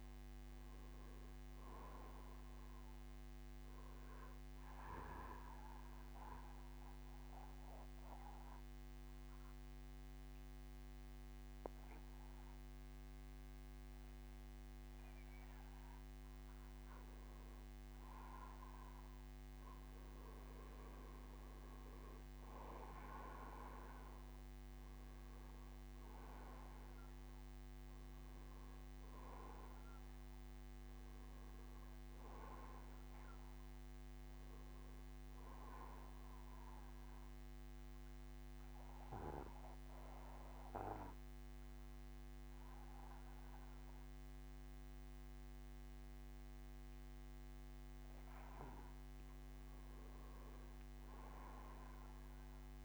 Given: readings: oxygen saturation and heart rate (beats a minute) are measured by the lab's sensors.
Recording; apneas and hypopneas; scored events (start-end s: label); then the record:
breathing in sleep by a microphone on the trachea; 2
0.00-20.00 s: bradycardia (device-marked, heart rate 45 extreme)
4.50-16.50 s: mixed apnea (oxygen 91% before, 89% lowest, heart rate 52 before, 45 extreme, up 22 after)
19.50-24.00 s: arousal
27.00-42.00 s: oxygen desaturation (device-marked, oxygen 94% before, 90% lowest, heart rate 53 before, 45 extreme)
33.00-40.00 s: bradycardia (device-marked, heart rate 62 before, 45 extreme)
35.00-48.00 s: mixed apnea (oxygen 94% before, 89% lowest, heart rate 64 before, 45 extreme, up 7 after)
46.00-52.85 s: bradycardia (device-marked, heart rate 61 before, 45 extreme)
From the record:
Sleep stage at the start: N2 (light sleep); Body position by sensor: on the back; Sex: male